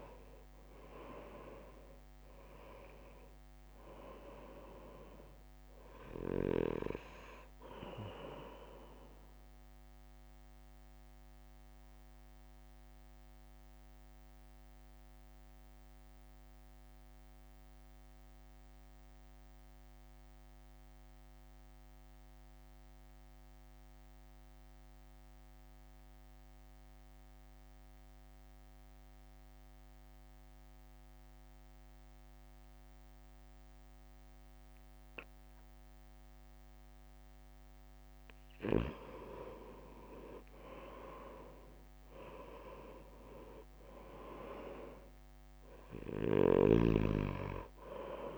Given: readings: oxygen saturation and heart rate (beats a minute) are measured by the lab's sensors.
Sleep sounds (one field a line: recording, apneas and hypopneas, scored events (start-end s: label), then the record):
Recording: breathing in sleep by a microphone on the trachea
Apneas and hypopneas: 1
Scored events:
0.00-31.50 s: oxygen desaturation (device-marked, oxygen 88% lowest, heart rate 50 extreme)
0.50-12.50 s: drop in pulse transit time (device-marked, heart rate 62 before, 52 extreme)
4.50-8.00 s: arousal
10.50-37.00 s: mixed apnea (oxygen 98% before, 88% lowest, heart rate 60 before, 50 extreme, up 1 after)
39.00-42.00 s: arousal
39.50-48.38 s: drop in pulse transit time (device-marked, heart rate 61 before, 51 extreme)
From the record:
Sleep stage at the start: N2 (light sleep)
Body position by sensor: on the right side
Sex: male